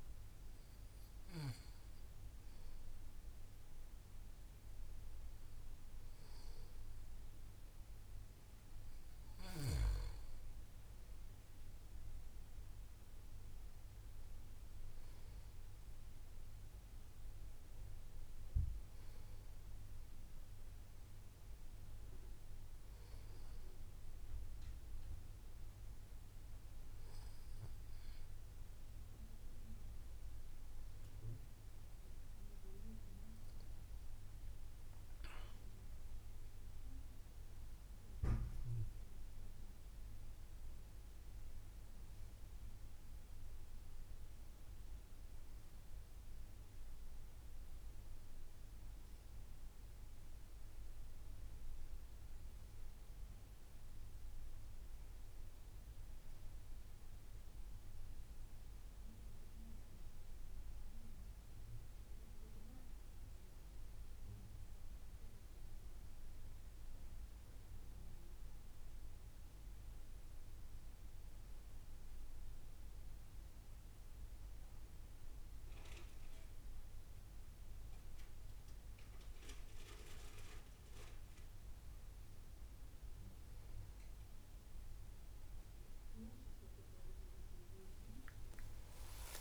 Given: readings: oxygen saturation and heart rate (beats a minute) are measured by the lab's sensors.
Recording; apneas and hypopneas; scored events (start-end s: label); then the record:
breathing in sleep, hard to hear, by a room microphone; none
88.50-89.41 s: new sleep stage, N1 (lightest sleep)
From the record:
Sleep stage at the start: N2 (light sleep); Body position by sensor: on the back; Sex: male